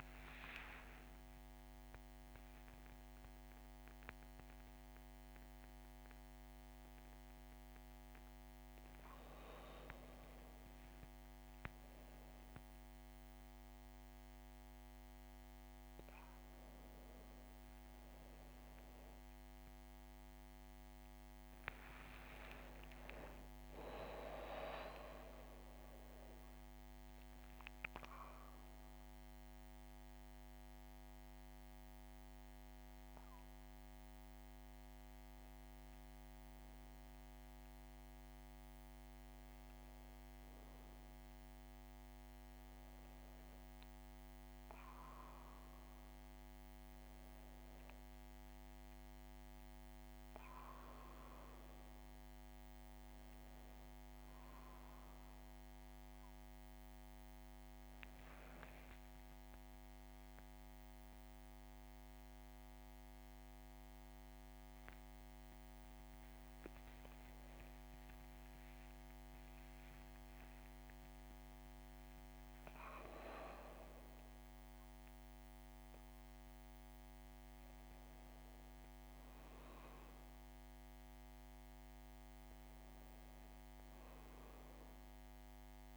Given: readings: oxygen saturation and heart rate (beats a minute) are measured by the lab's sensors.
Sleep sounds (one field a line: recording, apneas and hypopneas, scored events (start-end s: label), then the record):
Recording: a person awake in a sleep study, by a microphone on the trachea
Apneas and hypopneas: none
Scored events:
none scored
From the record:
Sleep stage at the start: awake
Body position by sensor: on the back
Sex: female